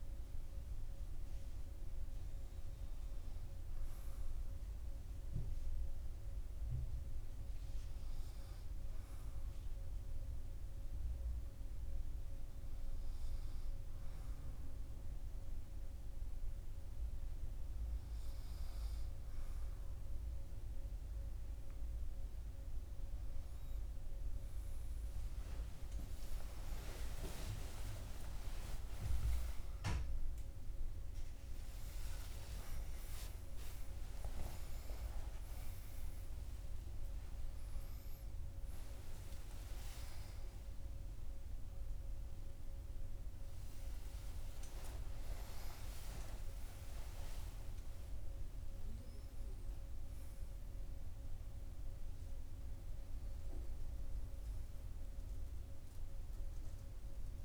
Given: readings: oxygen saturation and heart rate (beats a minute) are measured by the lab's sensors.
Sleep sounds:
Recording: breathing in sleep by a room microphone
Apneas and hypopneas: none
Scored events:
26.50-33.00 s: arousal
38.00-57.45 s: new sleep stage, N1 (lightest sleep)
From the record:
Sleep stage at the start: N2 (light sleep)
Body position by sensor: on the right side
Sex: male

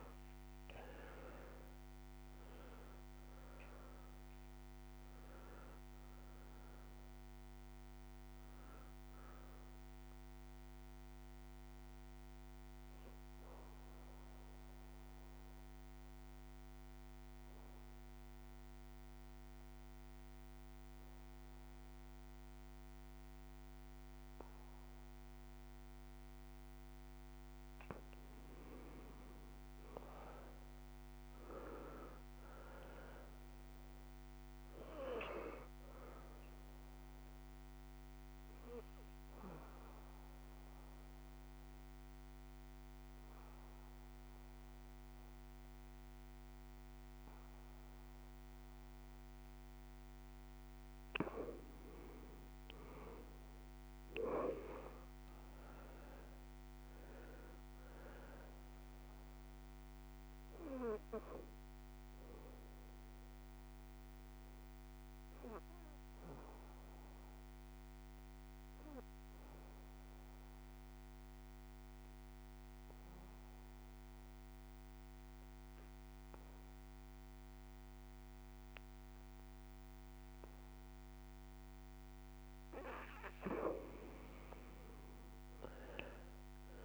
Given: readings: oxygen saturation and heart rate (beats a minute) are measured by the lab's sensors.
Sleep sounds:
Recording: breathing in sleep by a microphone on the trachea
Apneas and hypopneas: 3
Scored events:
0.00-3.50 s: arousal
0.00-21.50 s: oxygen desaturation (device-marked, oxygen 87% lowest, heart rate 49 extreme)
10.00-26.00 s: obstructive apnea (oxygen 98% before, 87% lowest, heart rate 78 before, 56 extreme, up 35 after)
28.50-32.00 s: arousal
34.50-47.50 s: oxygen desaturation (device-marked, oxygen 99% before, 89% lowest, heart rate 89 before, 99 extreme)
37.00-49.50 s: obstructive apnea (oxygen 99% before, 85% lowest, heart rate 83 before, 99 extreme, up 6 after)
52.00-56.00 s: arousal
52.50-73.50 s: oxygen desaturation (device-marked, oxygen 97% before, 90% lowest, heart rate 102 before, 88 extreme)
62.00-82.00 s: obstructive apnea (oxygen 97% before, 85% lowest, heart rate 117 before, 88 extreme, up 22 after)
83.50-86.85 s: oxygen desaturation (device-marked, oxygen 98% before, 85% lowest, heart rate 115 before, 78 extreme)
85.50-86.85 s: arousal
From the record:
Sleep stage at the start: N2 (light sleep)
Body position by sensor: on the right side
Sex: male

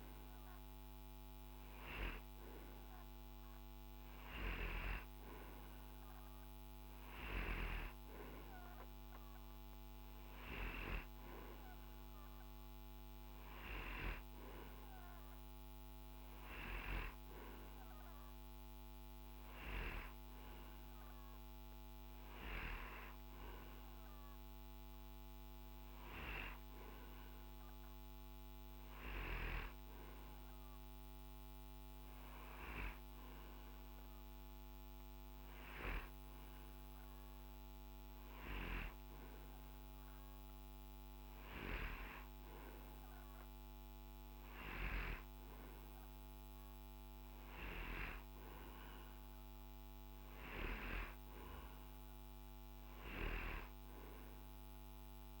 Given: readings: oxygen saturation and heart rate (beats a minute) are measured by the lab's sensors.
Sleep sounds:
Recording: breathing in sleep by a microphone on the trachea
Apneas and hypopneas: none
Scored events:
none scored
From the record:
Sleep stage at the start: N2 (light sleep)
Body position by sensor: on the right side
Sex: male

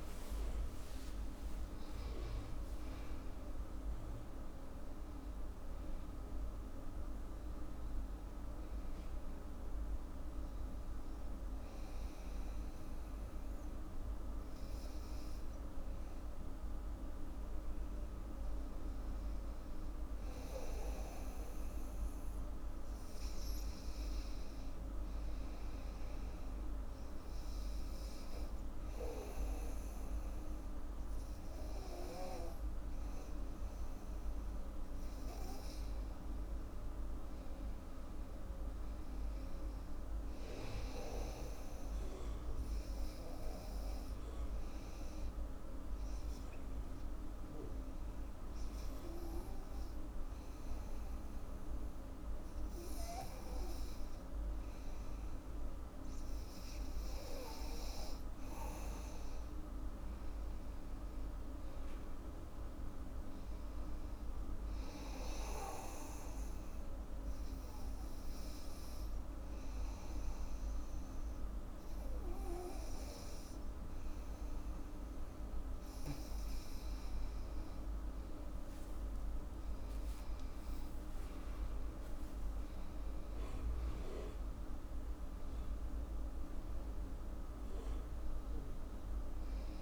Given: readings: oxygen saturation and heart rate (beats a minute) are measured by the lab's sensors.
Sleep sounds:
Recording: breathing in sleep, hard to hear, by a room microphone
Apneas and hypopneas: 3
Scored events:
0.00-2.00 s: arousal
19.50-34.00 s: hypopnea (oxygen 98% before, 94% lowest, heart rate 92 before, 75 extreme, up 7 after)
23.50-34.50 s: oxygen desaturation (device-marked, oxygen 98% before, 94% lowest, heart rate 88 before, 75 extreme)
36.50-40.50 s: arousal
45.00-58.50 s: obstructive apnea (oxygen 98% before, 94% lowest, heart rate 83 before, 79 extreme, up 11 after)
59.50-77.50 s: oxygen desaturation (device-marked, oxygen 97% before, 94% lowest, heart rate 81 before, 79 extreme)
60.50-64.00 s: arousal
66.00-77.50 s: obstructive apnea (oxygen 97% before, 94% lowest, heart rate 82 before, 79 extreme, up 12 after)
78.50-83.50 s: arousal
79.50-89.82 s: oxygen desaturation (device-marked, oxygen 98% before, 94% lowest, heart rate 86 before, 79 extreme)
From the record:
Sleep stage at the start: N2 (light sleep)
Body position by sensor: on the back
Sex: female

